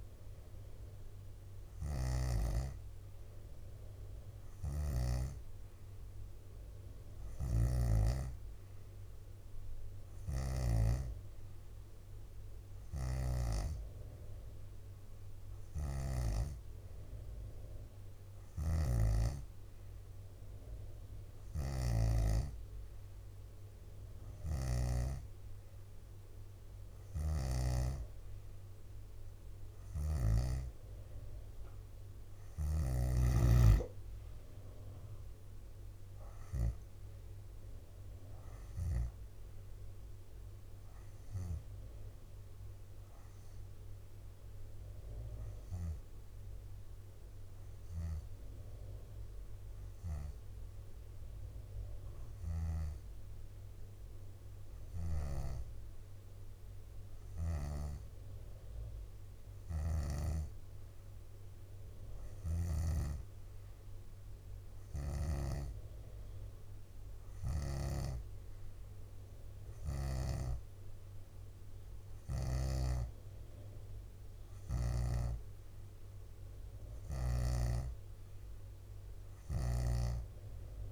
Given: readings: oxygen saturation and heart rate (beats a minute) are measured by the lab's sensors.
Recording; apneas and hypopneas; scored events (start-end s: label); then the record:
breathing in sleep by a room microphone; none
0.00-2.50 s: snoring (device-marked)
7.00-10.50 s: snoring (device-marked)
12.50-14.00 s: leg movement (device-marked)
18.50-25.00 s: snoring (device-marked)
27.00-30.50 s: snoring (device-marked)
33.00-41.50 s: leg movement (device-marked)
34.00-47.00 s: drop in pulse transit time (device-marked, heart rate 65 before, 64 extreme)
55.00-63.00 s: snoring (device-marked)
59.50-63.00 s: leg movement (device-marked)
67.50-68.50 s: leg movement (device-marked)
69.50-70.50 s: leg movement (device-marked)
72.00-75.50 s: leg movement (device-marked)
72.50-77.50 s: snoring (device-marked)
From the record:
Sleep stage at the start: N3 (deep sleep); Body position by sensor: on the back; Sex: female